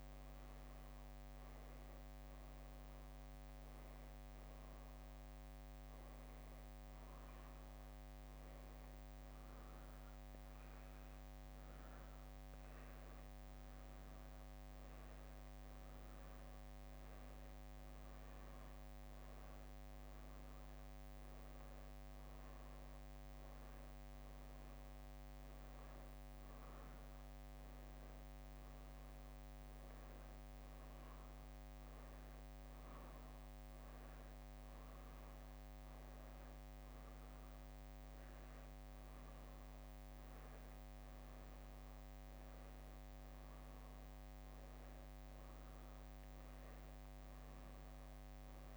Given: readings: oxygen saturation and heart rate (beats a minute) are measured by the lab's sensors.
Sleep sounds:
a person awake in a sleep study, hard to hear, by a microphone on the trachea; none
0.00-7.50 s: leg movement (device-marked)
11.00-19.50 s: leg movement (device-marked)
22.50-30.50 s: leg movement (device-marked)
From the record:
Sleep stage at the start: awake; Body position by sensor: on the back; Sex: female

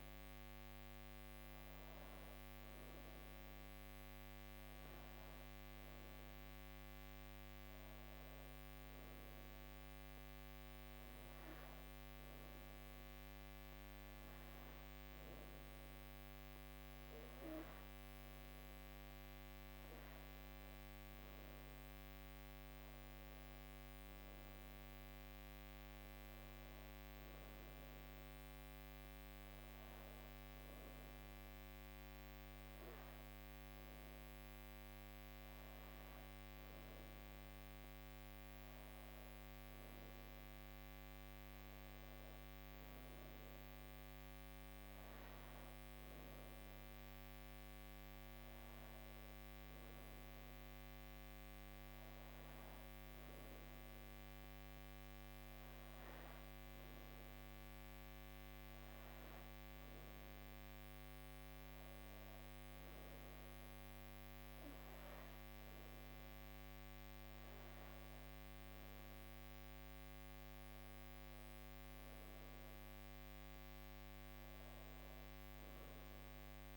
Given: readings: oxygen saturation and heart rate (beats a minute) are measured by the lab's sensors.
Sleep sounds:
breathing in sleep, hard to hear, by a microphone on the trachea; none
none scored
From the record:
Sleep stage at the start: N2 (light sleep); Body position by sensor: on the back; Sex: female

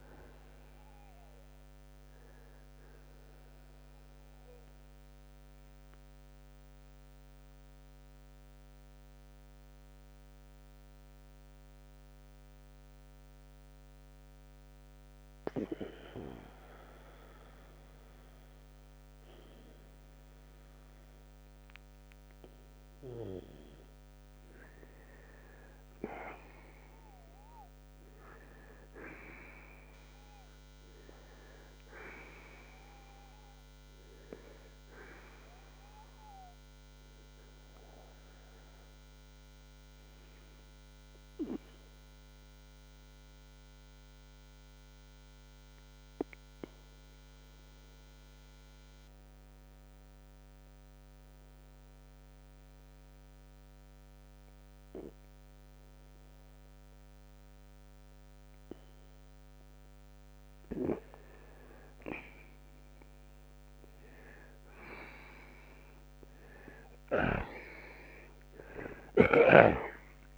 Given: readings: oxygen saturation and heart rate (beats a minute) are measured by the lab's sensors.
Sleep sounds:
breathing in sleep by a microphone on the trachea; 2
5.50-24.50 s: mixed apnea (oxygen 94% before, 84% lowest, heart rate 105 before, 66 extreme, up 28 after)
16.00-34.00 s: oxygen desaturation (device-marked, oxygen 93% before, 84% lowest, heart rate 80 before, 66 extreme)
26.50-30.00 s: arousal
37.50-59.50 s: obstructive apnea (oxygen 96% before, 84% lowest, heart rate 79 before, 67 extreme, up 11 after)
50.00-60.00 s: oxygen desaturation (device-marked, oxygen 95% before, 90% lowest, heart rate 85 before, 67 extreme)
65.50-70.38 s: arousal
From the record:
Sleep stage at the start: N2 (light sleep); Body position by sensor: on the right side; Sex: male

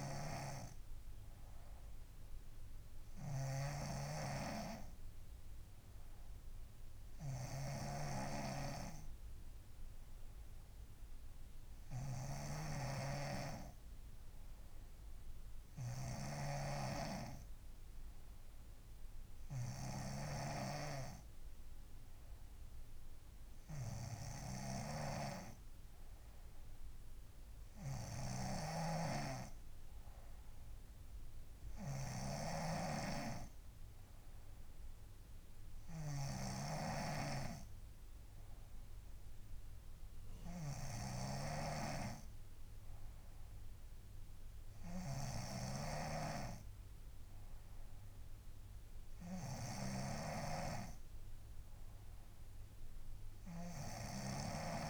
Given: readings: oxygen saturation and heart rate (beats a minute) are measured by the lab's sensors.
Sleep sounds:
breathing in sleep by a room microphone; none
0.00-20.50 s: snoring (device-marked)
28.50-37.00 s: snoring (device-marked)
45.50-54.90 s: snoring (device-marked)
From the record:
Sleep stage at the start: N3 (deep sleep); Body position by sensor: on the front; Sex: female

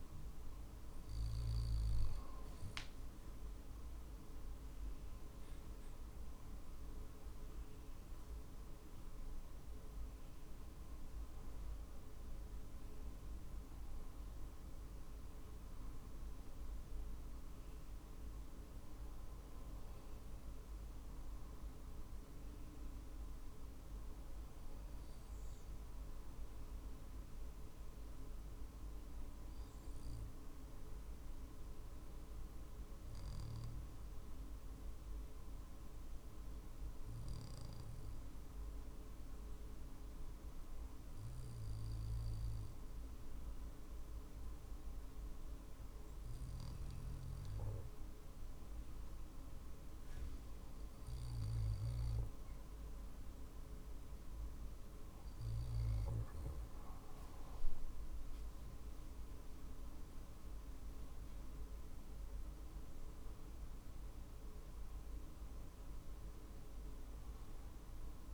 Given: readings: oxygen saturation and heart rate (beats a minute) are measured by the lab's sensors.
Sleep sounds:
breathing in sleep, hard to hear, by a room microphone; 1
0.00-1.50 s: arousal
0.00-20.00 s: drop in pulse transit time (device-marked, heart rate 47 extreme)
26.50-54.00 s: obstructive apnea (oxygen 97% before, 93% lowest, heart rate 48 before, 46 extreme, up 3 after)
39.00-57.00 s: oxygen desaturation (device-marked, oxygen 97% before, 93% lowest, heart rate 47 before, 46 extreme)
59.00-63.50 s: arousal
From the record:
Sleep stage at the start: N2 (light sleep); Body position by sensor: on the back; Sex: male

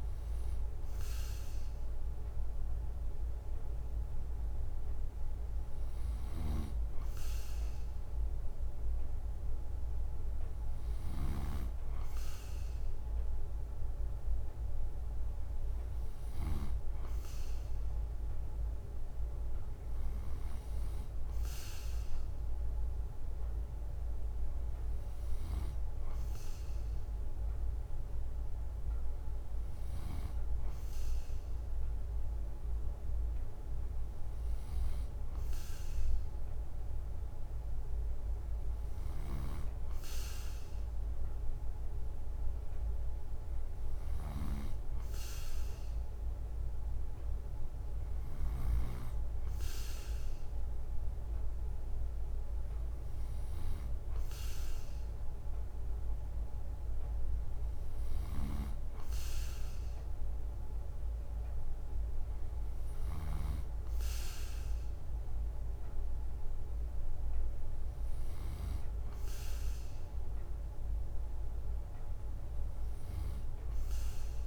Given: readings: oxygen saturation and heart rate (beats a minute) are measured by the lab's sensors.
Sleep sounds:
breathing in sleep, hard to hear, by a room microphone; none
6.00-16.50 s: snoring (device-marked)
25.00-30.00 s: snoring (device-marked)
38.50-74.47 s: snoring (device-marked)
From the record:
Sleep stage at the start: N2 (light sleep); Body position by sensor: on the right side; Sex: male

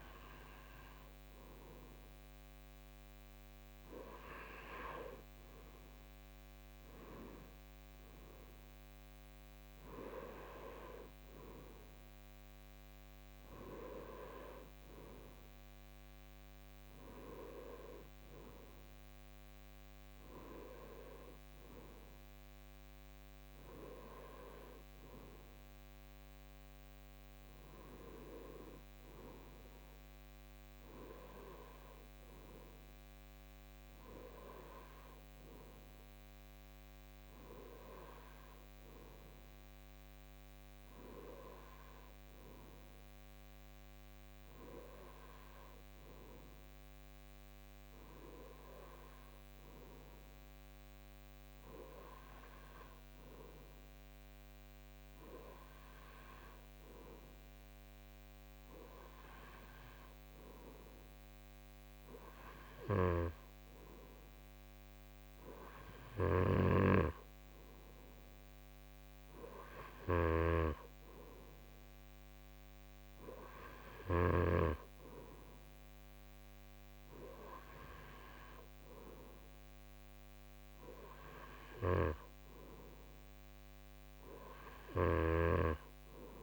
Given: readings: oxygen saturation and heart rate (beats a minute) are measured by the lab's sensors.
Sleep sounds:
breathing in sleep by a microphone on the trachea; none
none scored
From the record:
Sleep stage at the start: N2 (light sleep); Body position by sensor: on the right side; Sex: male

